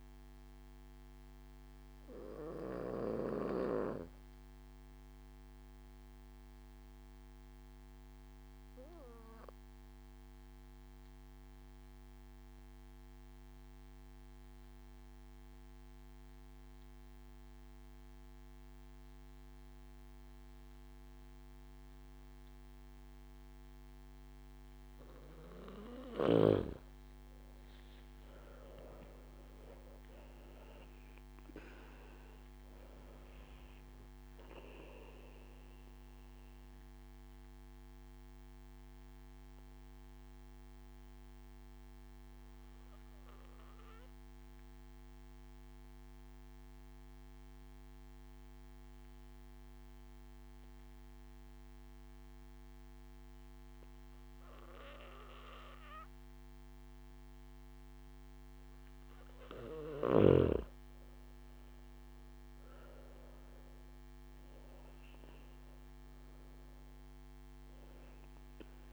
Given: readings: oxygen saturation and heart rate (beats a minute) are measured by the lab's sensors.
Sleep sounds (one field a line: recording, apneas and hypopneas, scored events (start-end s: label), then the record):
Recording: breathing in sleep by a microphone on the trachea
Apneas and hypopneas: 2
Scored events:
6.50-25.00 s: obstructive apnea (oxygen 97% before, 93% lowest)
26.00-53.00 s: oxygen desaturation (device-marked, oxygen 97% before, 93% lowest)
26.50-29.50 s: arousal
36.00-58.00 s: obstructive apnea (oxygen 97% before, 92% lowest)
60.50-64.00 s: arousal
From the record:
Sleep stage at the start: N2 (light sleep)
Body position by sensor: on the back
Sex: male